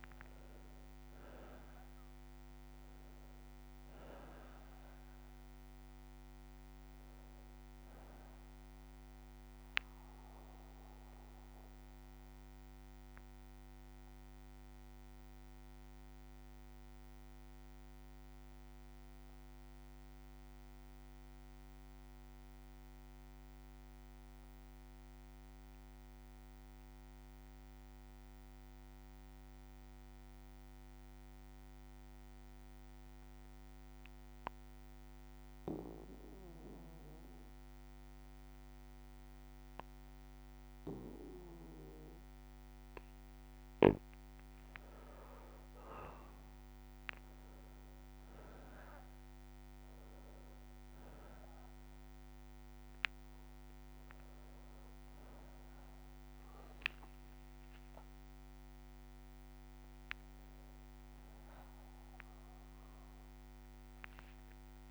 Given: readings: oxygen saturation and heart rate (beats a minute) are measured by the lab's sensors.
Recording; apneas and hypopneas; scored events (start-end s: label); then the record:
breathing in sleep, hard to hear, by a microphone on the trachea; 1
0.00-3.00 s: arousal
0.00-24.00 s: oxygen desaturation (device-marked, oxygen 92% lowest, heart rate 56 extreme)
8.00-36.00 s: bradycardia (device-marked, heart rate 56 before, 56 extreme)
10.50-43.50 s: obstructive apnea (oxygen 99% before, 92% lowest, heart rate 64 before, 56 extreme, up 4 after)
39.00-64.91 s: oxygen desaturation (device-marked, oxygen 99% before, 92% lowest, heart rate 57 before, 58 extreme)
45.00-49.00 s: arousal
From the record:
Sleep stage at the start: N2 (light sleep); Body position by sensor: on the back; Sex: male